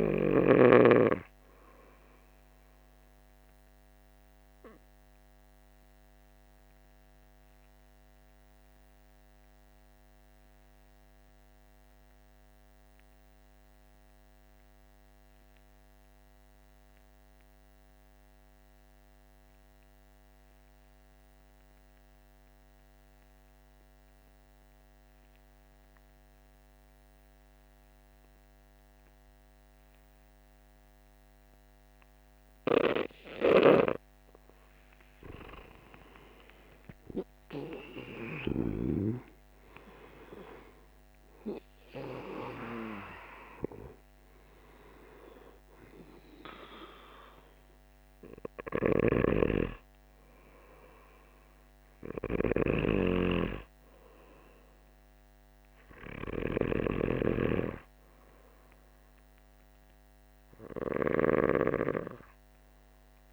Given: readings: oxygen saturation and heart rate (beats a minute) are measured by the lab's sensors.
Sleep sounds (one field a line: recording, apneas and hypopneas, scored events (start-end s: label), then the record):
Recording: breathing in sleep by a microphone on the trachea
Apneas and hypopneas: 1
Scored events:
0.00-12.00 s: oxygen desaturation (device-marked, oxygen 90% lowest, heart rate 48 extreme)
5.00-33.00 s: obstructive apnea (oxygen 98% before, 88% lowest, heart rate 58 before, 49 extreme, up 14 after)
30.00-63.33 s: oxygen desaturation (device-marked, oxygen 98% before, 88% lowest, heart rate 50 before, 50 extreme)
35.50-41.00 s: arousal
From the record:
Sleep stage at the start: N2 (light sleep)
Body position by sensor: on the back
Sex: male